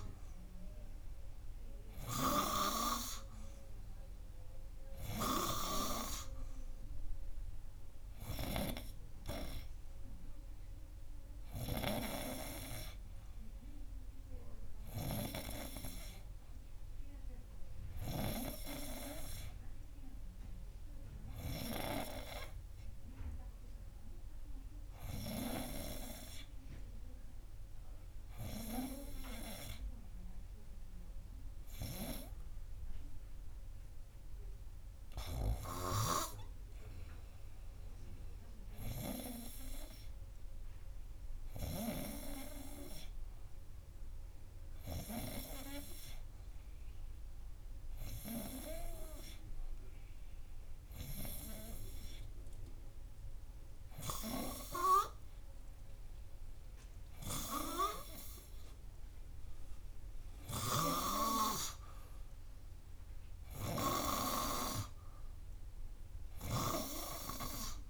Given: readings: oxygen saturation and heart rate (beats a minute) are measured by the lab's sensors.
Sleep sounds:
breathing in sleep by a room microphone; none
none scored
From the record:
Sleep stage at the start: N2 (light sleep); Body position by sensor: on the front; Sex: male

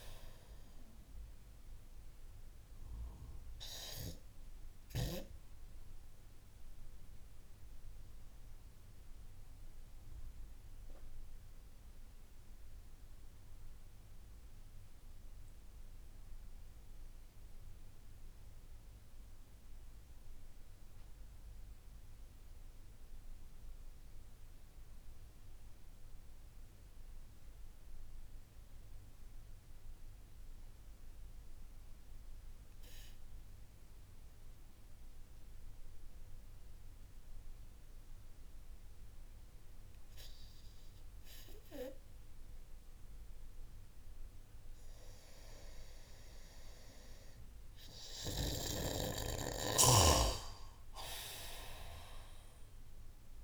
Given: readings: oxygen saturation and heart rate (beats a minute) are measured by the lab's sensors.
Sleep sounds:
breathing in sleep by a room microphone; 1
6.00-48.00 s: mixed apnea (oxygen 96% before, 92% lowest)
50.00-53.44 s: arousal
From the record:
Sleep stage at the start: N2 (light sleep); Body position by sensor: on the back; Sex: male

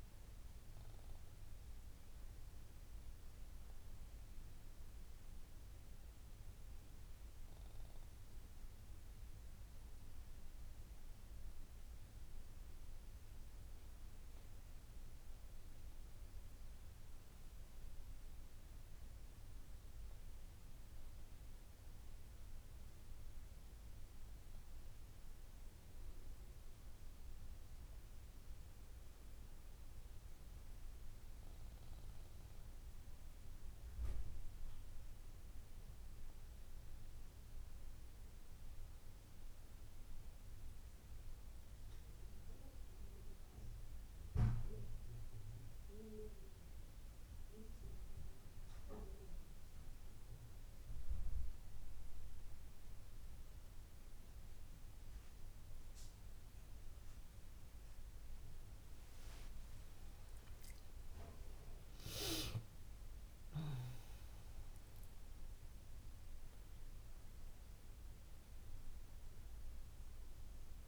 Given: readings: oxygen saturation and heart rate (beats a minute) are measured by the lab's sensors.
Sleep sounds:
breathing in sleep, hard to hear, by a room microphone; none
57.50-70.88 s: new sleep stage, N1 (lightest sleep)
58.50-62.50 s: arousal
From the record:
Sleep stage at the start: N2 (light sleep); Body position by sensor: on the back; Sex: female

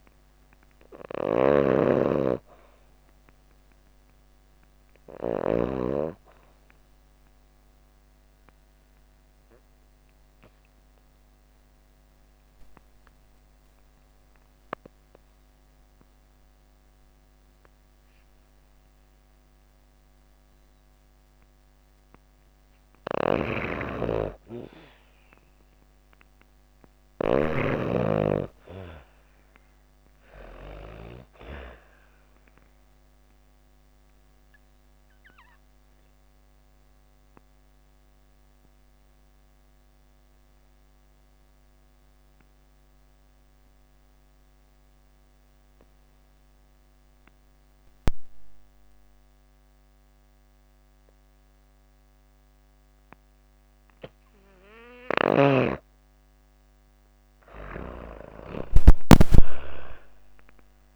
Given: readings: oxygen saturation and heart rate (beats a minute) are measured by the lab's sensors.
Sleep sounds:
breathing in sleep by a microphone on the trachea; 2
0.00-4.50 s: snoring (device-marked)
0.00-18.00 s: oxygen desaturation (device-marked, oxygen 85% lowest)
7.00-20.50 s: obstructive apnea (oxygen 98% before, 83% lowest)
22.00-26.50 s: snoring (device-marked)
24.00-27.50 s: arousal
27.00-49.00 s: oxygen desaturation (device-marked, oxygen 97% before, 85% lowest)
32.50-53.50 s: obstructive apnea (oxygen 97% before, 83% lowest)
55.50-60.00 s: arousal
56.50-60.96 s: snoring (device-marked)
58.00-60.96 s: oxygen desaturation (device-marked, oxygen 97% before, 83% lowest)
From the record:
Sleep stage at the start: N2 (light sleep); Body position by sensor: on the back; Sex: female

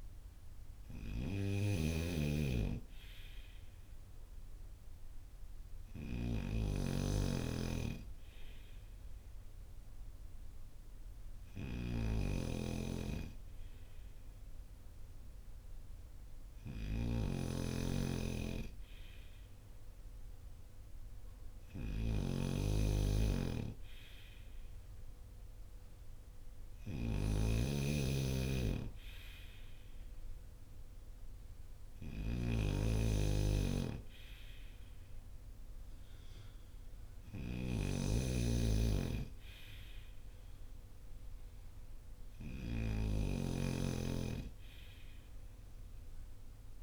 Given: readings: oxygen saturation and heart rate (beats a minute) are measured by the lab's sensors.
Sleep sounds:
breathing in sleep by a room microphone; none
0.00-46.83 s: snoring (device-marked)
From the record:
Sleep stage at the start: N2 (light sleep); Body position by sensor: on the front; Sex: male

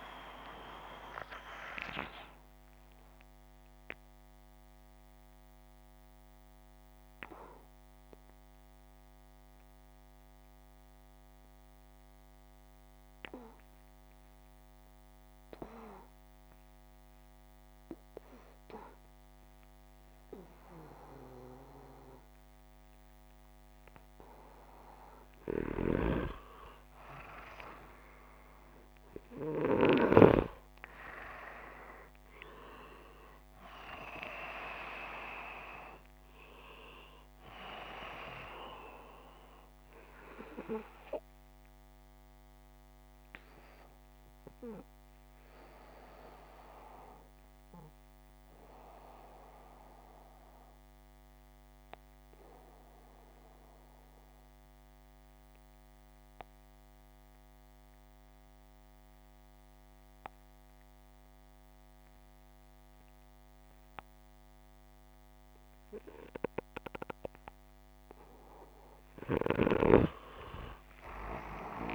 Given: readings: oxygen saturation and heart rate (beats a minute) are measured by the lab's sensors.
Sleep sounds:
breathing in sleep by a microphone on the trachea; 2
0.00-12.00 s: oxygen desaturation (device-marked, oxygen 89% lowest)
5.50-24.50 s: mixed apnea (oxygen 93% before, 88% lowest)
19.00-47.00 s: oxygen desaturation (device-marked, oxygen 95% before, 88% lowest, heart rate 92 before, 37 extreme)
23.00-71.95 s: new sleep stage, N2 (light sleep)
25.00-29.50 s: snoring (device-marked)
26.00-29.50 s: arousal
42.50-66.00 s: obstructive apnea (oxygen 95% before, 89% lowest, heart rate 107 before, 37 extreme)
68.00-71.95 s: arousal
From the record:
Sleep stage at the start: N1 (lightest sleep); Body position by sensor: upright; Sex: male

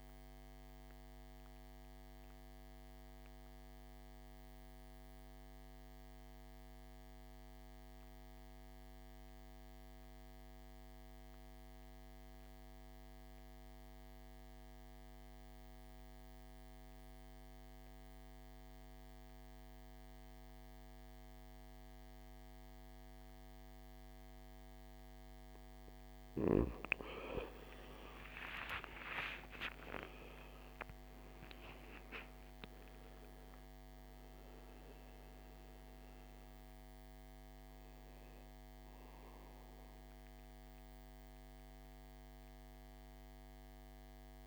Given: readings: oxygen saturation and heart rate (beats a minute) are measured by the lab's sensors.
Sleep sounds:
breathing in sleep by a microphone on the trachea; 1
0.00-12.00 s: oxygen desaturation (device-marked, oxygen 84% lowest, heart rate 51 extreme)
1.50-25.50 s: mixed apnea (oxygen 98% before, 81% lowest, heart rate 66 before, 52 extreme, up 21 after)
27.00-31.00 s: arousal
27.00-44.47 s: oxygen desaturation (device-marked, oxygen 98% before, 81% lowest, heart rate 55 before, 52 extreme)
From the record:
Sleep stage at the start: N2 (light sleep); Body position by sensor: on the back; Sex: male

